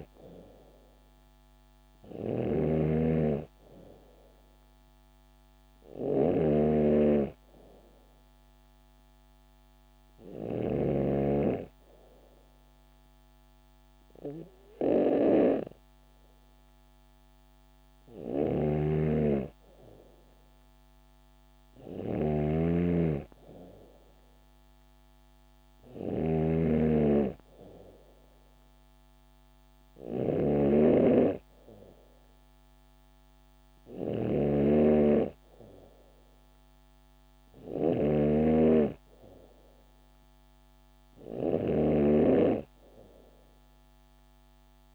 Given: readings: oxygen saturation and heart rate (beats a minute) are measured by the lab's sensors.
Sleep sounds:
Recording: breathing in sleep by a microphone on the trachea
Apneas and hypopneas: none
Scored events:
0.00-10.00 s: snoring (device-marked)
18.00-44.95 s: snoring (device-marked)
From the record:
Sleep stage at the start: N2 (light sleep)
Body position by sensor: on the back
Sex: female

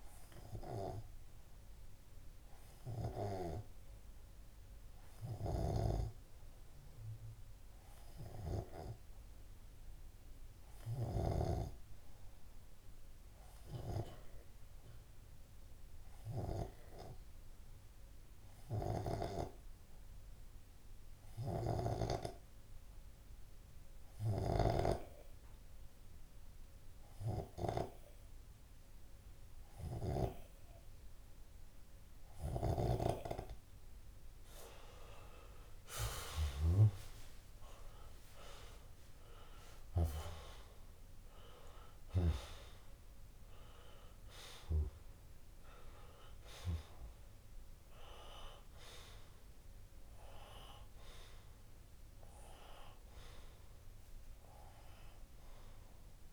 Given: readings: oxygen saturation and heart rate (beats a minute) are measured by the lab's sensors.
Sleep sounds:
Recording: breathing in sleep by a room microphone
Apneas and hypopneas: 1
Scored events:
2.00-32.00 s: obstructive apnea (oxygen 97% before, 93% lowest)
35.50-39.00 s: arousal
From the record:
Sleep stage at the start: N2 (light sleep)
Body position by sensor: on the left side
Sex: male

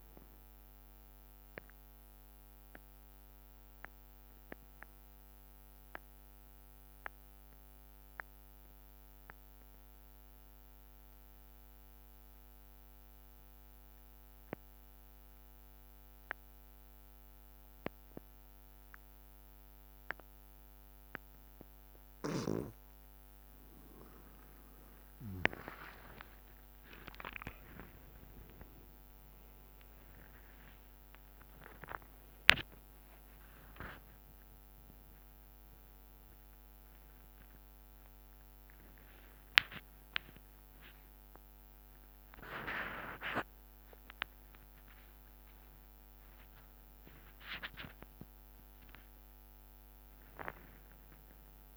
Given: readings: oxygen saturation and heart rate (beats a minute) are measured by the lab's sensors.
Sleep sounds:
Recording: breathing in sleep by a microphone on the trachea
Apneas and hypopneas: 1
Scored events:
0.00-1.50 s: drop in pulse transit time (device-marked, heart rate 64 extreme)
0.00-9.50 s: oxygen desaturation (device-marked, oxygen 87% lowest, heart rate 55 extreme)
0.50-12.50 s: bradycardia (device-marked, heart rate 69 before, 55 extreme)
3.50-23.00 s: obstructive apnea (oxygen 98% before, 88% lowest, heart rate 75 before, 55 extreme, up 10 after)
24.50-29.50 s: arousal
24.50-36.50 s: drop in pulse transit time (device-marked, heart rate 59 before, 63 extreme)
26.50-42.50 s: oxygen desaturation (device-marked, oxygen 99% before, 89% lowest, heart rate 59 before, 59 extreme)
From the record:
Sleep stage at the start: N2 (light sleep)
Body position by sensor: on the back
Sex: male

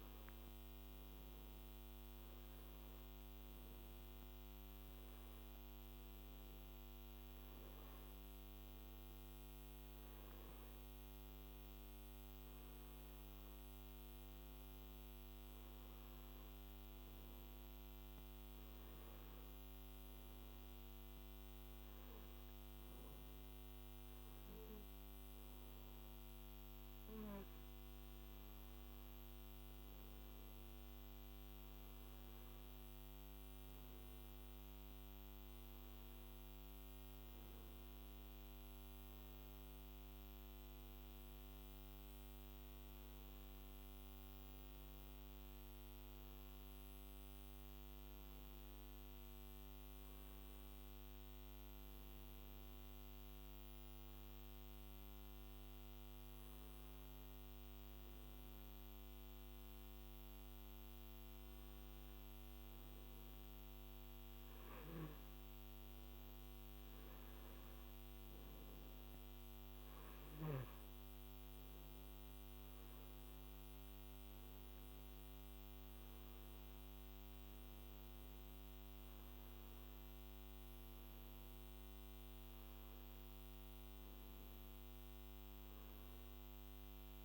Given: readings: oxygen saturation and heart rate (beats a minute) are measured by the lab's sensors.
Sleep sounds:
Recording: breathing in sleep, hard to hear, by a microphone on the trachea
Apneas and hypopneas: 1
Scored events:
42.00-46.50 s: arousal
55.50-66.50 s: hypopnea (oxygen 96% before, 94% lowest, heart rate 57 before, 54 extreme, up 8 after)
73.00-77.50 s: arousal
From the record:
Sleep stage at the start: N2 (light sleep)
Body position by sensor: on the back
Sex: male

